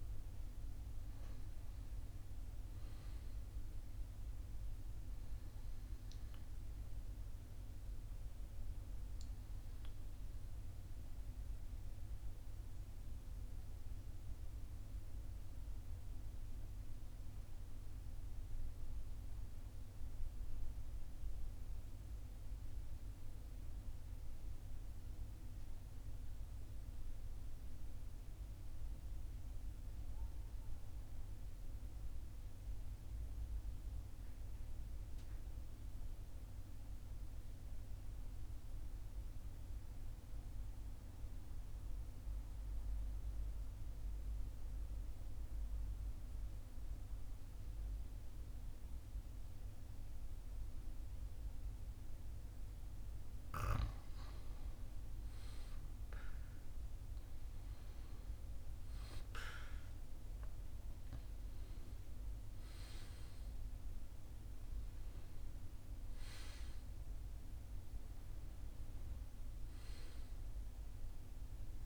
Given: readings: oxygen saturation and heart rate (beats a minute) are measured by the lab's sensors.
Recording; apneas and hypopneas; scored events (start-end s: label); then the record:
breathing in sleep, hard to hear, by a room microphone; 1
0.00-17.00 s: oxygen desaturation (device-marked, oxygen 91% lowest, heart rate 41 extreme)
13.00-53.50 s: obstructive apnea (oxygen 95% before, 91% lowest, heart rate 44 before, 41 extreme, up 3 after)
45.00-71.86 s: oxygen desaturation (device-marked, oxygen 99% before, 91% lowest, heart rate 42 before, 42 extreme)
55.00-59.50 s: arousal
From the record:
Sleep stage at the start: N2 (light sleep); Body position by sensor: on the right side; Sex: male